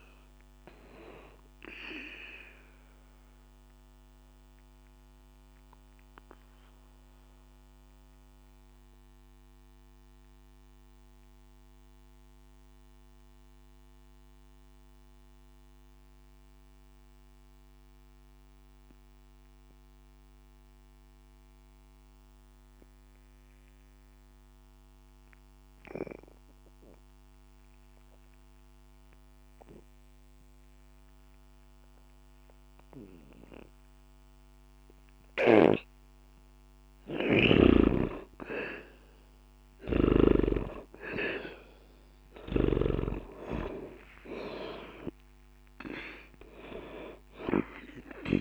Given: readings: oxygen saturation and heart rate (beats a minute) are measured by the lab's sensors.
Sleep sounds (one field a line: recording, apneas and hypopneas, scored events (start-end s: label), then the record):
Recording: breathing in sleep by a microphone on the trachea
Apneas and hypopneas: 1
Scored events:
0.00-19.00 s: oxygen desaturation (device-marked, oxygen 78% lowest, heart rate 60 extreme)
3.00-37.00 s: mixed apnea (oxygen 95% before, 78% lowest, heart rate 60 before, 59 extreme, up 0 after)
37.00-48.41 s: oxygen desaturation (device-marked, oxygen 98% before, 80% lowest, heart rate 60 before, 59 extreme)
42.00-46.00 s: arousal
From the record:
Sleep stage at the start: N2 (light sleep)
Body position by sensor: on the back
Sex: male